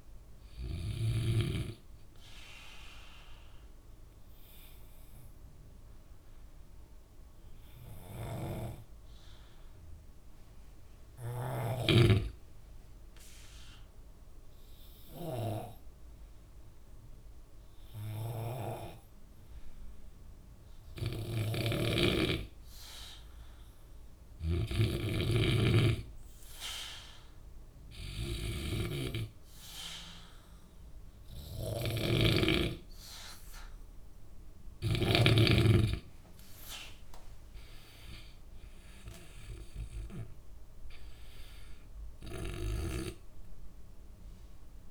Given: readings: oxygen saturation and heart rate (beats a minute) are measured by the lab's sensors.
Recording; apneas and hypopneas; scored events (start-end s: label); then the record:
breathing in sleep by a room microphone; 1
2.50-33.00 s: obstructive apnea (oxygen 95% before, 90% lowest, heart rate 67 before, 62 extreme, up 9 after)
19.50-43.50 s: oxygen desaturation (device-marked, oxygen 98% before, 90% lowest, heart rate 67 before, 61 extreme)
22.00-25.50 s: snoring (device-marked)
32.00-35.50 s: snoring (device-marked)
36.50-40.00 s: arousal
From the record:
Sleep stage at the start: N2 (light sleep); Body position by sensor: on the back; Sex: male